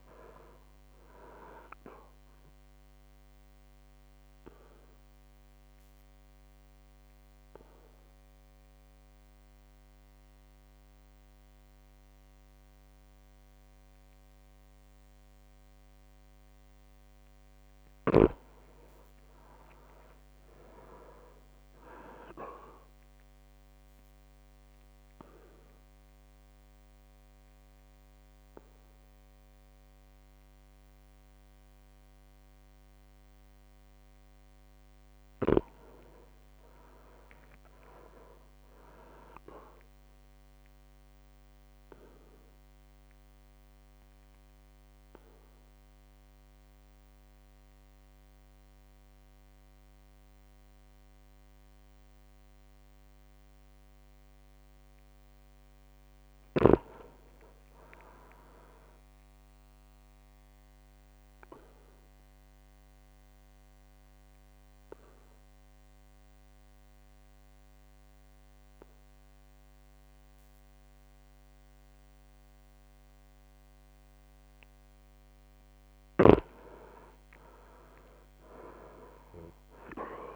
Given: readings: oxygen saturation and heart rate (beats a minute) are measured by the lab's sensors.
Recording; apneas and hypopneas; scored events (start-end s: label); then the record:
breathing in sleep by a microphone on the trachea; 4
0.00-1.50 s: arousal
0.00-7.50 s: drop in pulse transit time (device-marked, heart rate 56 extreme)
0.00-8.50 s: oxygen desaturation (device-marked, oxygen 96% lowest, heart rate 56 extreme)
4.00-16.50 s: obstructive apnea (oxygen 100% before, 95% lowest, heart rate 59 before, 55 extreme, up 4 after)
18.50-21.00 s: arousal
23.00-35.00 s: obstructive apnea (oxygen 100% before, 95% lowest, heart rate 59 before, 55 extreme, up 5 after)
34.50-43.50 s: oxygen desaturation (device-marked, oxygen 99% before, 95% lowest, heart rate 58 before, 56 extreme)
36.50-39.50 s: arousal
42.00-53.50 s: obstructive apnea (oxygen 99% before, 95% lowest, heart rate 58 before, 56 extreme, up 5 after)
55.50-59.00 s: arousal
57.50-67.50 s: drop in pulse transit time (device-marked, heart rate 58 before, 59 extreme)
61.50-75.00 s: obstructive apnea (oxygen 99% before, 94% lowest, heart rate 58 before, 54 extreme, up 6 after)
76.00-80.35 s: snoring (device-marked)
76.50-78.50 s: long interval between heartbeats (device-marked, heart rate 59 before, 59 extreme)
77.00-80.35 s: arousal
78.50-80.35 s: drop in pulse transit time (device-marked, heart rate 59 before, 56 extreme)
From the record:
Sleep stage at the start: REM sleep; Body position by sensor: on the back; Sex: male